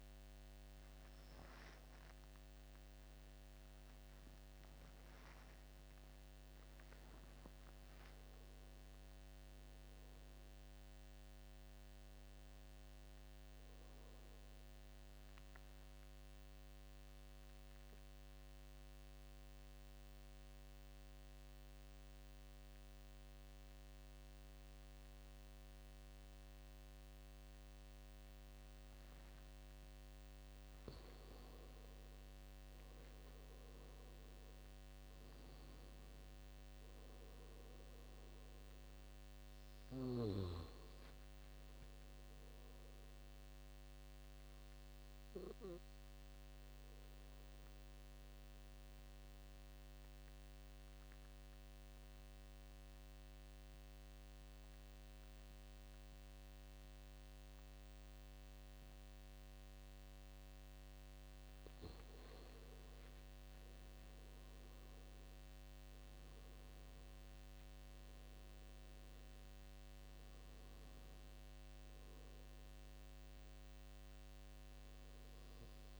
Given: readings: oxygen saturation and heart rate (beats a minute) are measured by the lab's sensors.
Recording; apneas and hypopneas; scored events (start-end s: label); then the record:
breathing in sleep, hard to hear, by a microphone on the trachea; 2
0.00-1.00 s: oxygen desaturation (device-marked, oxygen 94% lowest, heart rate 73 extreme)
3.50-7.50 s: arousal
11.00-25.00 s: oxygen desaturation (device-marked, oxygen 97% before, 94% lowest, heart rate 80 before, 73 extreme)
16.50-30.50 s: central apnea (oxygen 97% before, 88% lowest, heart rate 80 before, 72 extreme, up 10 after)
32.50-36.50 s: arousal
36.00-56.00 s: oxygen desaturation (device-marked, oxygen 97% before, 88% lowest, heart rate 77 before, 72 extreme)
46.00-61.50 s: obstructive apnea (oxygen 97% before, 88% lowest, heart rate 80 before, 71 extreme, up 7 after)
63.50-67.50 s: arousal
69.00-76.00 s: oxygen desaturation (device-marked, oxygen 98% before, 91% lowest, heart rate 75 before, 65 extreme)
From the record:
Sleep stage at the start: N2 (light sleep); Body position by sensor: on the right side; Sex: male